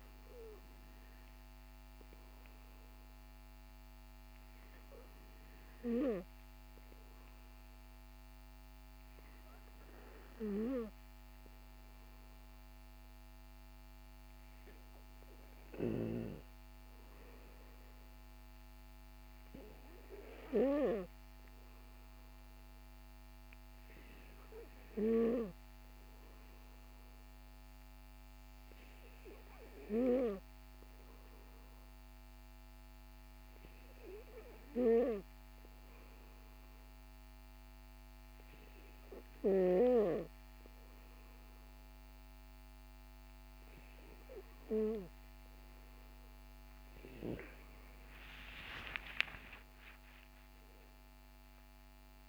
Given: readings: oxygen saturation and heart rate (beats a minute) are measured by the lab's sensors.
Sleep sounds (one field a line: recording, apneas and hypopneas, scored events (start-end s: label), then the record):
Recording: breathing in sleep by a microphone on the trachea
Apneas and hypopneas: none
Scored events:
47.50-51.00 s: arousal
From the record:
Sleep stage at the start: N2 (light sleep)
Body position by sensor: on the back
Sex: male